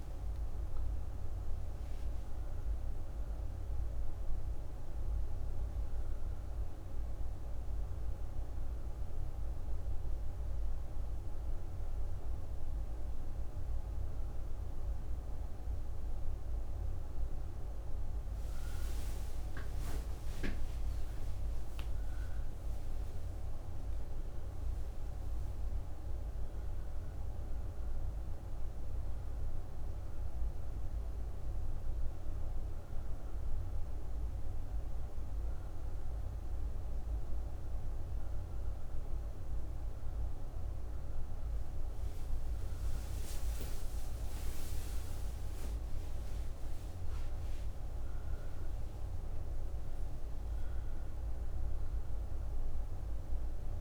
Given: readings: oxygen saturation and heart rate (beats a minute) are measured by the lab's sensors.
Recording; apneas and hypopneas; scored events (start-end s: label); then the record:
a person awake in a sleep study, hard to hear, by a room microphone; none
28.50-45.50 s: oxygen desaturation (device-marked, oxygen 99% before, 96% lowest)
From the record:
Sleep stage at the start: awake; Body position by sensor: on the left side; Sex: female